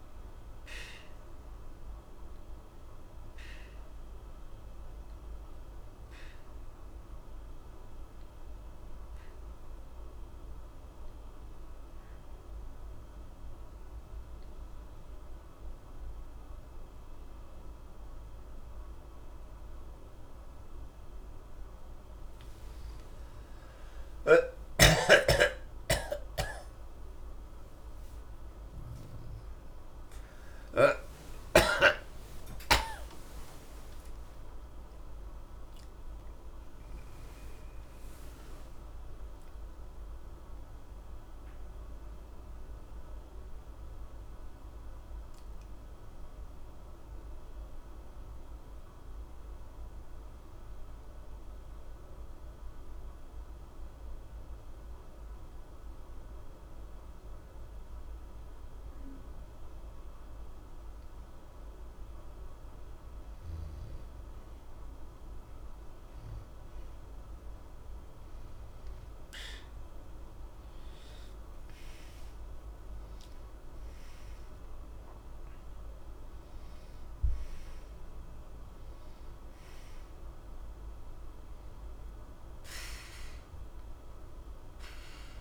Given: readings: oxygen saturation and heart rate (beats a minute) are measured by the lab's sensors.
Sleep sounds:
breathing in sleep by a room microphone; 2
5.50-20.50 s: hypopnea (oxygen 91% before, 87% lowest, heart rate 61 before, 60 extreme, up 10 after)
8.00-27.00 s: oxygen desaturation (device-marked, oxygen 90% before, 87% lowest, heart rate 61 before, 60 extreme)
10.00-70.00 s: new sleep stage, N1 (lightest sleep)
25.50-31.50 s: arousal
39.50-64.00 s: obstructive apnea (oxygen 94% before, 87% lowest, heart rate 68 before, 60 extreme, up 0 after)
69.00-85.41 s: oxygen desaturation (device-marked, oxygen 96% before, 87% lowest, heart rate 62 before, 61 extreme)
70.00-85.41 s: new sleep stage, N2 (light sleep)
From the record:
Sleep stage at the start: N2 (light sleep); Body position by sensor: on the back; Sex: male

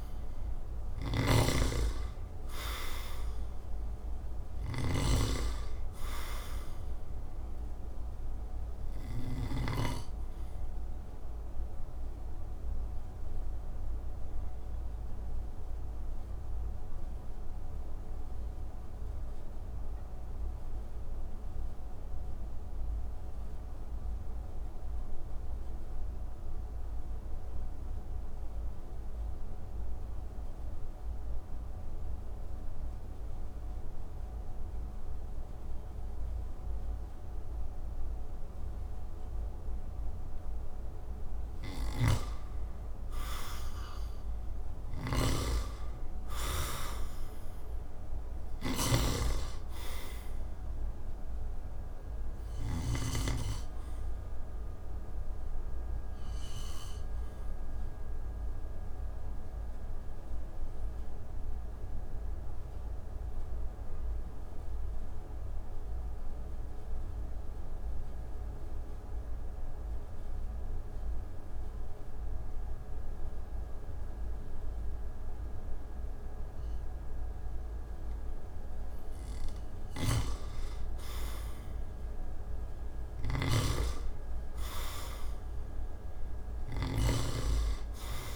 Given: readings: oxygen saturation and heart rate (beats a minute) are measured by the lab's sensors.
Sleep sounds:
breathing in sleep by a room microphone; 2
0.00-9.00 s: snoring (device-marked)
0.00-28.50 s: oxygen desaturation (device-marked, oxygen 80% lowest)
2.50-7.00 s: arousal
13.00-40.00 s: mixed apnea (oxygen 97% before, 80% lowest)
40.50-72.50 s: oxygen desaturation (device-marked, oxygen 98% before, 80% lowest)
41.00-52.50 s: snoring (device-marked)
43.50-47.50 s: arousal
56.00-78.50 s: obstructive apnea (oxygen 98% before, 80% lowest)
80.50-83.50 s: arousal
82.50-88.36 s: oxygen desaturation (device-marked, oxygen 98% before, 86% lowest)
82.50-88.36 s: snoring (device-marked)
From the record:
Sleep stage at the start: N2 (light sleep); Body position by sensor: on the back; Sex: male

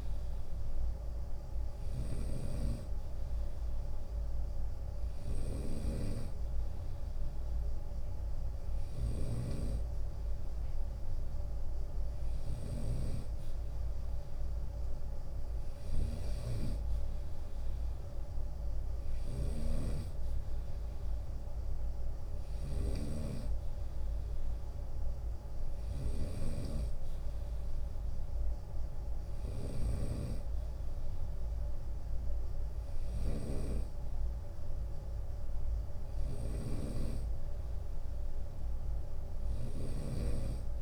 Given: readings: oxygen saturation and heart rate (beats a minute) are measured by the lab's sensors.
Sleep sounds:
breathing in sleep by a room microphone; none
0.00-40.82 s: snoring (device-marked)
17.00-28.00 s: drop in pulse transit time (device-marked, heart rate 72 before, 68 extreme)
32.50-34.50 s: long interval between heartbeats (device-marked, heart rate 76 before, 84 extreme)
From the record:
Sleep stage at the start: N2 (light sleep); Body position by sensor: on the right side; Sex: male

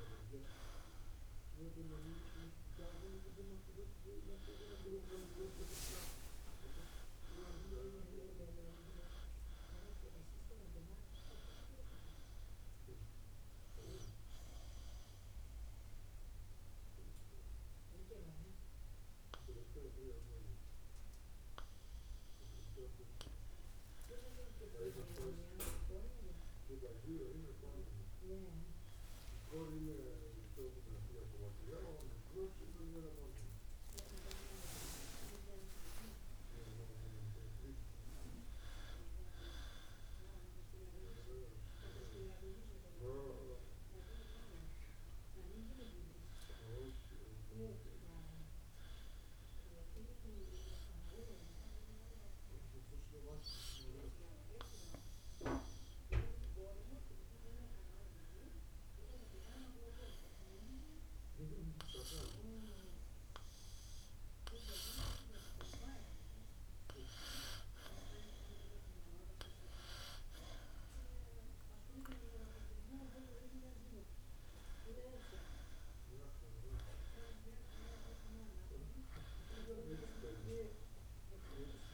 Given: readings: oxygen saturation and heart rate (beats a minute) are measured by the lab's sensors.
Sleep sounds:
breathing in sleep by a room microphone; 2
14.50-24.50 s: obstructive apnea (oxygen 96% before, 92% lowest, heart rate 63 before, 55 extreme, up 14 after)
15.50-31.50 s: oxygen desaturation (device-marked, oxygen 95% before, 92% lowest, heart rate 63 before, 55 extreme)
29.50-34.50 s: arousal
50.50-65.00 s: hypopnea (oxygen 98% before, 95% lowest, heart rate 65 before, 55 extreme, up 3 after)
68.00-71.50 s: arousal
From the record:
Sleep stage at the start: N2 (light sleep); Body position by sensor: on the back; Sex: male

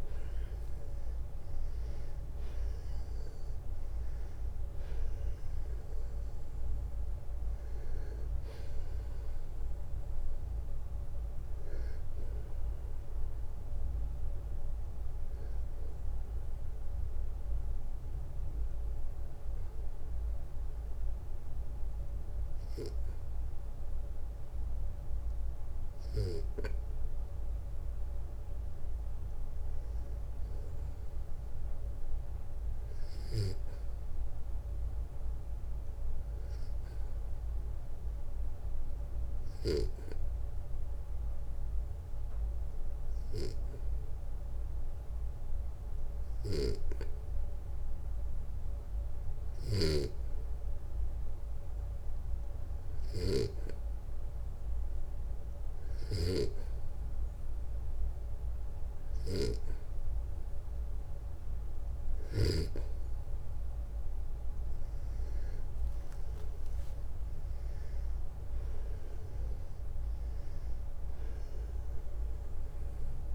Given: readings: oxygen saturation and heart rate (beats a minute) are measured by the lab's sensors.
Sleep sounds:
breathing in sleep by a room microphone; 2
0.00-4.00 s: arousal
15.50-27.50 s: obstructive apnea (oxygen 98% before, 92% lowest, heart rate 61 before, 56 extreme, up 6 after)
19.50-33.50 s: oxygen desaturation (device-marked, oxygen 96% before, 92% lowest, heart rate 61 before, 57 extreme)
30.50-34.00 s: arousal
35.50-52.50 s: obstructive apnea (oxygen 97% before, 92% lowest, heart rate 58 before, 57 extreme, up 3 after)
49.00-62.00 s: snoring (device-marked)
54.50-57.00 s: arousal
54.50-66.50 s: oxygen desaturation (device-marked, oxygen 98% before, 94% lowest, heart rate 59 before, 55 extreme)
From the record:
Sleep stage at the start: N2 (light sleep); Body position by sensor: on the back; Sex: male

